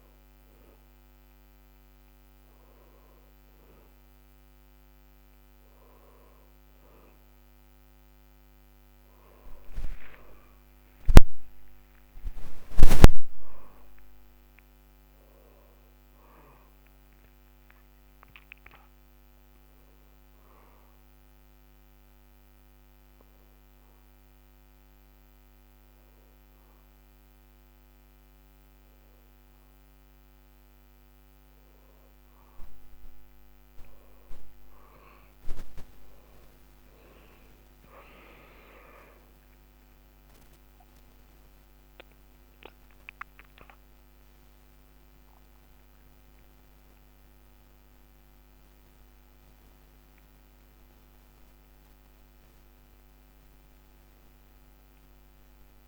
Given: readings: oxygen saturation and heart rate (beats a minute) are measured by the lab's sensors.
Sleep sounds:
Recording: breathing in sleep by a microphone on the trachea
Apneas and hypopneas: 1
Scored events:
10.00-14.50 s: arousal
21.50-33.50 s: hypopnea (oxygen 95% before, 95% lowest, heart rate 89 before, 87 extreme, up 4 after)
35.50-39.00 s: arousal
42.50-55.88 s: new sleep stage, N2 (light sleep)
From the record:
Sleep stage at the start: N1 (lightest sleep)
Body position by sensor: on the back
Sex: male

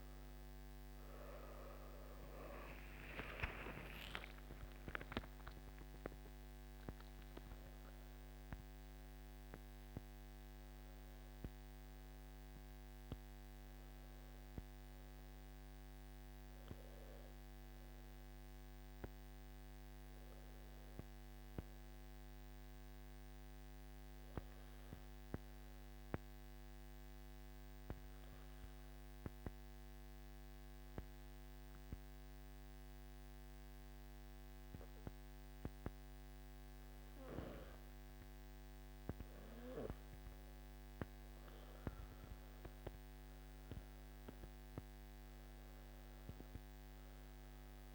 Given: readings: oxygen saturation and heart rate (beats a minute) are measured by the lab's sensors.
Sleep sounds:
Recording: breathing in sleep by a microphone on the trachea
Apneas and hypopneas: 1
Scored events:
0.50-18.50 s: oxygen desaturation (device-marked, oxygen 97% before, 91% lowest, heart rate 59 before, 53 extreme)
24.00-37.50 s: obstructive apnea (oxygen 97% before, 91% lowest, heart rate 63 before, 54 extreme, up 7 after)
44.50-47.95 s: oxygen desaturation (device-marked, oxygen 98% before, 91% lowest, heart rate 56 before, 55 extreme)
From the record:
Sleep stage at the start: N2 (light sleep)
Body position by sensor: on the back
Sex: male

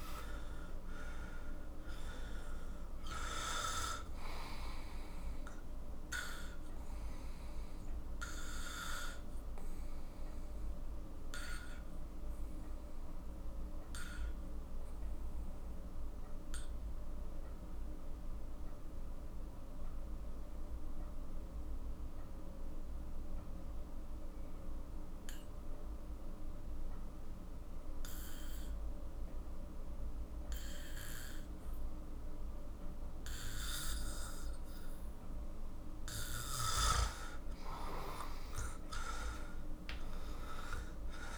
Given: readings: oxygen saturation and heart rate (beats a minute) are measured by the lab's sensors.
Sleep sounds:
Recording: breathing in sleep by a room microphone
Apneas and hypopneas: 1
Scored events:
0.00-19.50 s: oxygen desaturation (device-marked, oxygen 90% lowest, heart rate 41 extreme)
8.50-35.50 s: obstructive apnea (oxygen 98% before, 90% lowest, heart rate 54 before, 41 extreme, up 11 after)
33.50-41.38 s: oxygen desaturation (device-marked, oxygen 98% before, 91% lowest, heart rate 45 before, 41 extreme)
38.00-41.38 s: arousal
From the record:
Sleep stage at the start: N2 (light sleep)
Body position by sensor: on the back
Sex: male

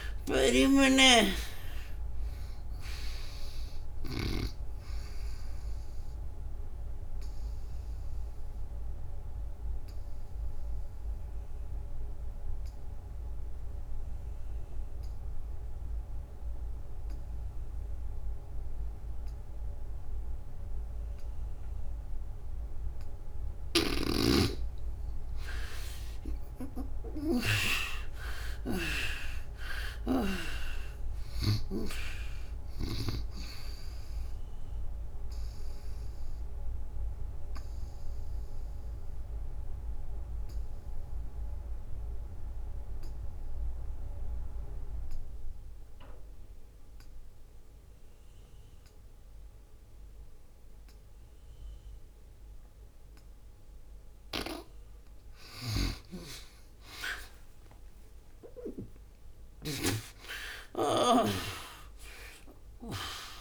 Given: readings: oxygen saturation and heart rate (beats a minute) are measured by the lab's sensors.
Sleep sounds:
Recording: breathing in sleep by a room microphone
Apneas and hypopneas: 2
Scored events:
0.00-17.00 s: oxygen desaturation (device-marked, oxygen 77% lowest, heart rate 62 extreme)
6.00-22.00 s: obstructive apnea (oxygen 97% before, 76% lowest, heart rate 79 before, 61 extreme, up 34 after)
22.00-50.00 s: oxygen desaturation (device-marked, oxygen 98% before, 79% lowest, heart rate 76 before, 61 extreme)
23.00-32.50 s: snoring (device-marked)
26.00-29.50 s: arousal
34.50-53.50 s: obstructive apnea (oxygen 98% before, 76% lowest, heart rate 75 before, 61 extreme, up 28 after)
53.50-63.41 s: snoring (device-marked)
55.50-59.00 s: arousal
59.00-63.41 s: oxygen desaturation (device-marked, oxygen 99% before, 76% lowest, heart rate 64 before, 63 extreme)
From the record:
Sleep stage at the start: N2 (light sleep)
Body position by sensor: on the back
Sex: female

